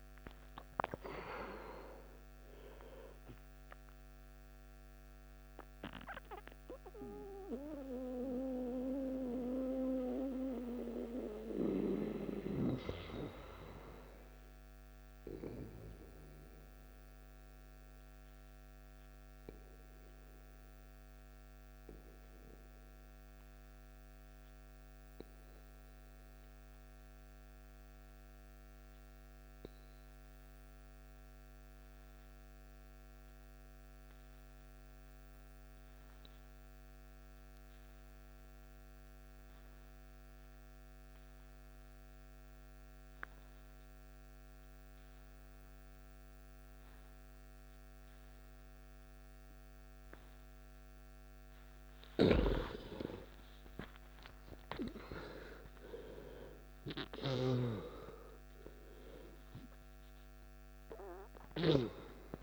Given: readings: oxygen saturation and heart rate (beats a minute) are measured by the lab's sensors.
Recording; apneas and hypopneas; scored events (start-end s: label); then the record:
breathing in sleep by a microphone on the trachea; 1
0.00-20.00 s: oxygen desaturation (device-marked, oxygen 83% lowest, heart rate 53 extreme)
6.00-52.50 s: mixed apnea (oxygen 96% before, 84% lowest, heart rate 66 before, 53 extreme, up 16 after)
38.00-62.42 s: oxygen desaturation (device-marked, oxygen 98% before, 85% lowest, heart rate 55 before, 54 extreme)
53.50-57.50 s: arousal
From the record:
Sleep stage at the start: N2 (light sleep); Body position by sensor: on the back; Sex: male